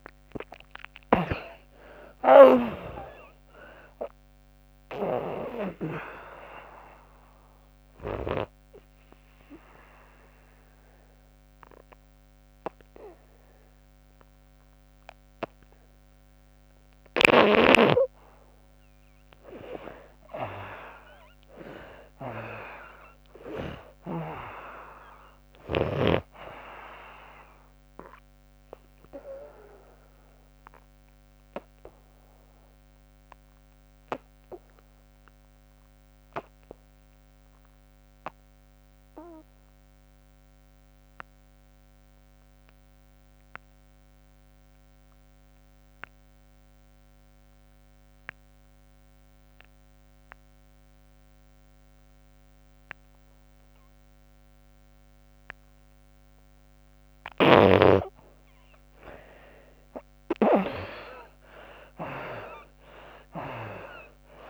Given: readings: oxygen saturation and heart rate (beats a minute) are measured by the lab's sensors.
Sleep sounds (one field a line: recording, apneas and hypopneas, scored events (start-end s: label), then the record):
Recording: breathing in sleep by a microphone on the trachea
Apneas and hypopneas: 2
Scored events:
0.00-2.00 s: arousal
0.00-18.00 s: oxygen desaturation (device-marked, oxygen 56% lowest, heart rate 60 extreme)
7.00-18.00 s: obstructive apnea (oxygen 71% before, 56% lowest, heart rate 80 before, 67 extreme, up 8 after)
20.50-24.00 s: arousal
28.50-55.50 s: obstructive apnea (oxygen 93% before, 58% lowest, heart rate 91 before, 57 extreme, up 42 after)
41.00-46.00 s: bradycardia (device-marked, heart rate 81 before, 58 extreme)
42.00-64.50 s: oxygen desaturation (device-marked, oxygen 93% before, 59% lowest, heart rate 84 before, 58 extreme)
60.50-64.50 s: arousal
From the record:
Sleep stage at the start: REM sleep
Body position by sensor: on the back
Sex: female